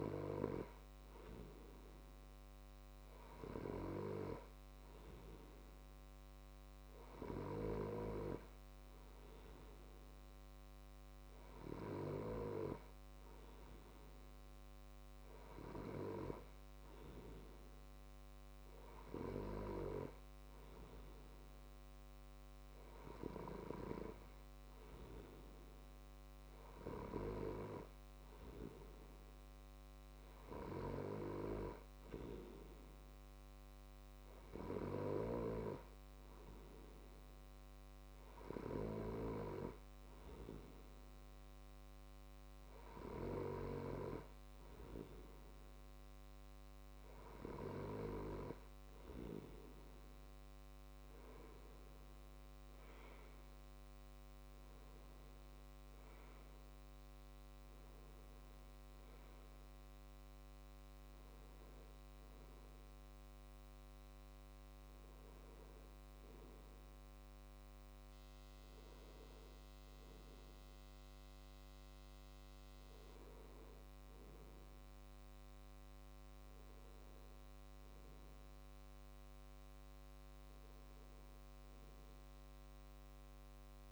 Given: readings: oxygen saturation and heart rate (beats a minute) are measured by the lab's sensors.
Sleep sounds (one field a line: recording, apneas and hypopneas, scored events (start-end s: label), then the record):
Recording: breathing in sleep by a microphone on the trachea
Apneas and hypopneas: none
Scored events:
none scored
From the record:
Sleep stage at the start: N2 (light sleep)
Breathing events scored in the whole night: 228 in 4.7 hours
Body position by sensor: on the left side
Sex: male